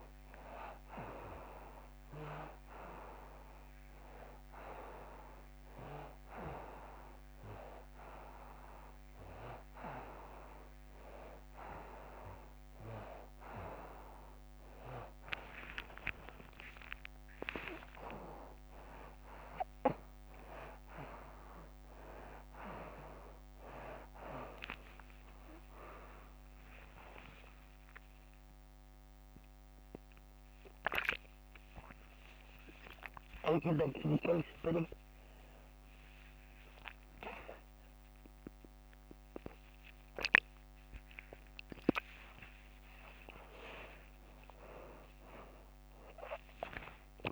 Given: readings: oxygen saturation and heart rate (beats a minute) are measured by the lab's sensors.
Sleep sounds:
a person awake in a sleep study, by a microphone on the trachea; none
none scored
From the record:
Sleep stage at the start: awake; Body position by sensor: on the right side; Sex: female

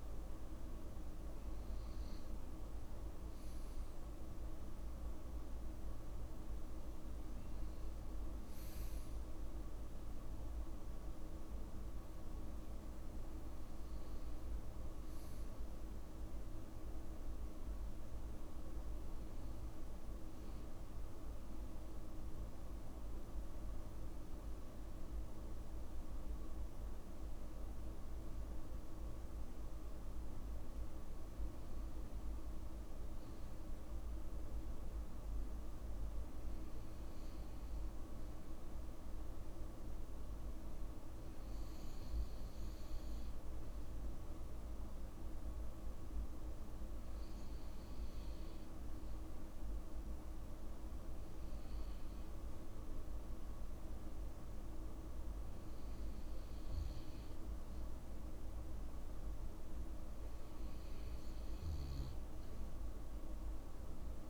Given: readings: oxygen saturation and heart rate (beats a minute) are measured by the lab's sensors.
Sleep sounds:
breathing in sleep, hard to hear, by a room microphone; 1
20.50-30.50 s: hypopnea (oxygen 95% before, 93% lowest, heart rate 56 before, 51 extreme, up 1 after)
34.50-38.50 s: arousal
From the record:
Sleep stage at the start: N2 (light sleep); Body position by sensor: on the back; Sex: male

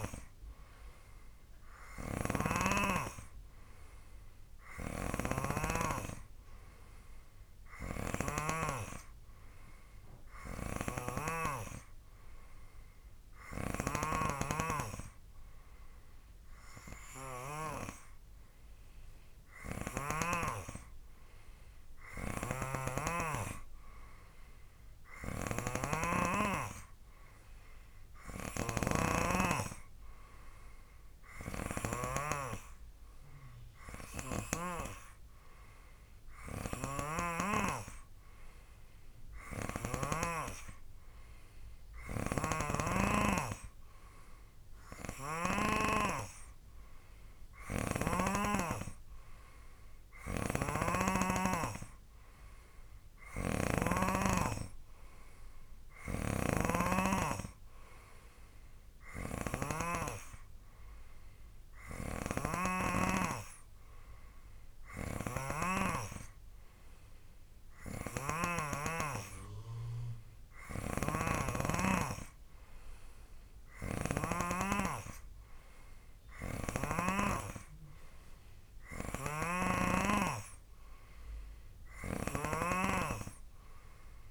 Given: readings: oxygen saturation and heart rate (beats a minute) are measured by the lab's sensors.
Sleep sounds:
breathing in sleep by a room microphone; none
0.00-18.00 s: snoring (device-marked)
22.50-32.50 s: snoring (device-marked)
37.00-40.50 s: snoring (device-marked)
42.50-46.00 s: snoring (device-marked)
50.50-66.00 s: snoring (device-marked)
68.00-77.50 s: snoring (device-marked)
79.50-83.00 s: snoring (device-marked)
From the record:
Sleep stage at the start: N3 (deep sleep); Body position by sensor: on the right side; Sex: male

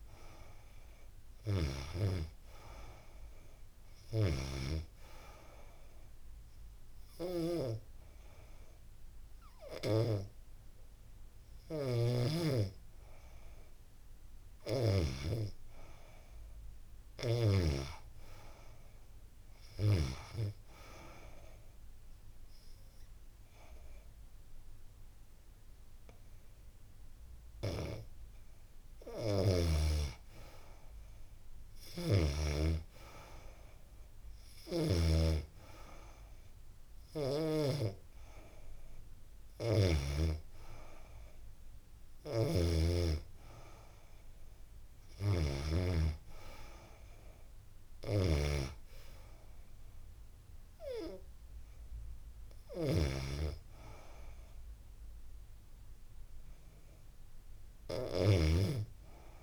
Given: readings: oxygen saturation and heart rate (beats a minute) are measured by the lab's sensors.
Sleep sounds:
breathing in sleep by a room microphone; none
47.00-52.50 s: snoring (device-marked)
From the record:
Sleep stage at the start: N2 (light sleep); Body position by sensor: on the back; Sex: female

